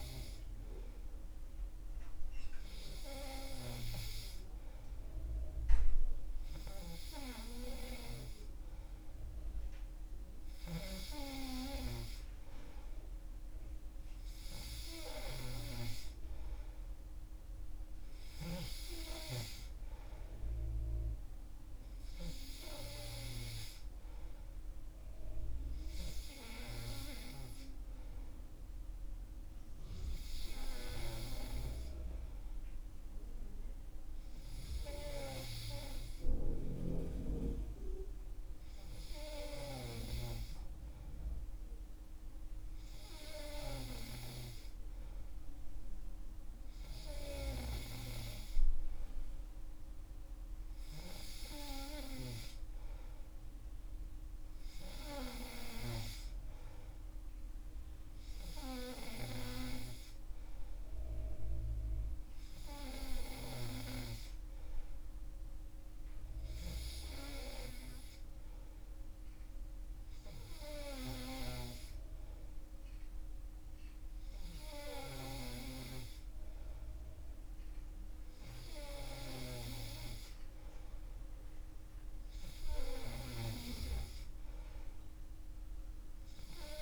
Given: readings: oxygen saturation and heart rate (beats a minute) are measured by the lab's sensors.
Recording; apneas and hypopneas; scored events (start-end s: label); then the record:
breathing in sleep by a room microphone; none
none scored
From the record:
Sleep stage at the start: N3 (deep sleep); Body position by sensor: on the back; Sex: male